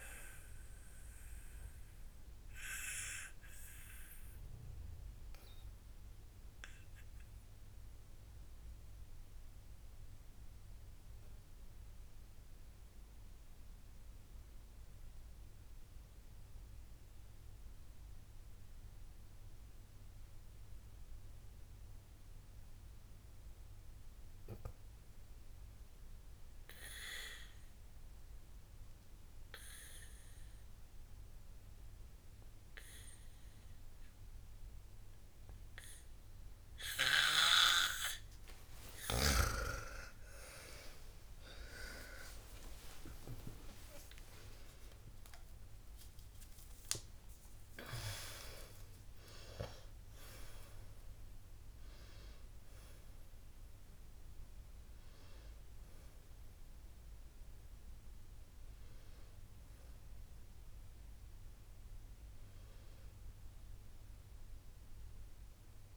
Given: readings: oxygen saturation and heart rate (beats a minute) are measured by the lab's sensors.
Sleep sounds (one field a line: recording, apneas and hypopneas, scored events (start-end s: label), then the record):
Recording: breathing in sleep by a room microphone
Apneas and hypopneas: 1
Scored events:
0.00-16.50 s: oxygen desaturation (device-marked, oxygen 90% lowest, heart rate 49 extreme)
4.00-39.50 s: obstructive apnea (oxygen 99% before, 88% lowest, heart rate 74 before, 50 extreme)
33.50-65.97 s: oxygen desaturation (device-marked, oxygen 98% before, 88% lowest, heart rate 55 before, 54 extreme)
41.50-47.50 s: arousal
63.50-65.97 s: new sleep stage, N1 (lightest sleep)
From the record:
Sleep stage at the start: N2 (light sleep)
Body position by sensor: on the back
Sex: female